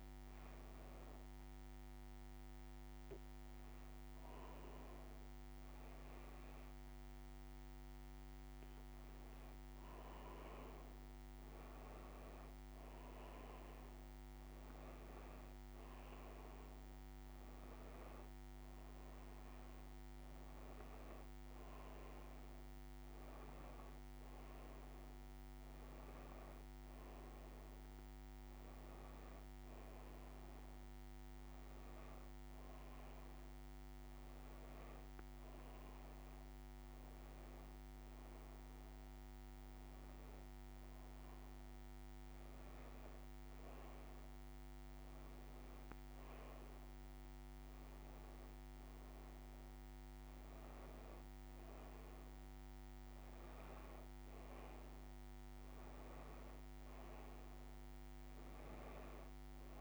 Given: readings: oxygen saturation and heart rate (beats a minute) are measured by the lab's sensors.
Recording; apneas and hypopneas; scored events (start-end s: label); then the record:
breathing in sleep, hard to hear, by a microphone on the trachea; none
none scored
From the record:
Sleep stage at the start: N2 (light sleep); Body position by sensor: on the back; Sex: female